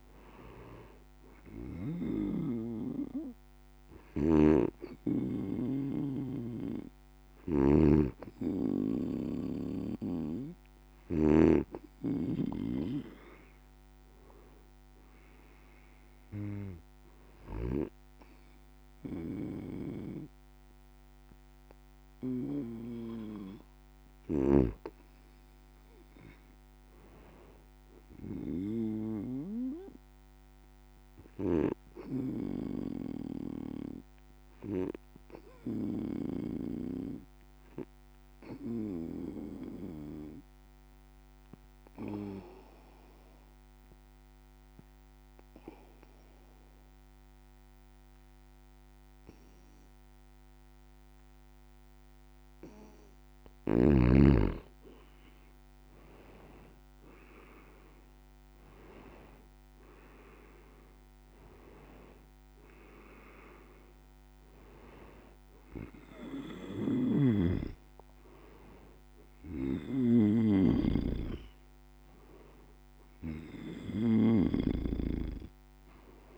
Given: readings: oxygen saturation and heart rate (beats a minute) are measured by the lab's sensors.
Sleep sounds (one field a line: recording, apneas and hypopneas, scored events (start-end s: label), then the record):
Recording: breathing in sleep by a microphone on the trachea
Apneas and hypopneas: 1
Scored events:
0.00-1.50 s: arousal
4.00-11.50 s: snoring (device-marked)
31.00-34.00 s: arousal
36.50-53.50 s: obstructive apnea (oxygen 97% before, 92% lowest, heart rate 51 before, 33 extreme, up 2 after)
55.50-60.50 s: arousal
67.00-74.50 s: snoring (device-marked)
From the record:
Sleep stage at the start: N2 (light sleep)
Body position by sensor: on the back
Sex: male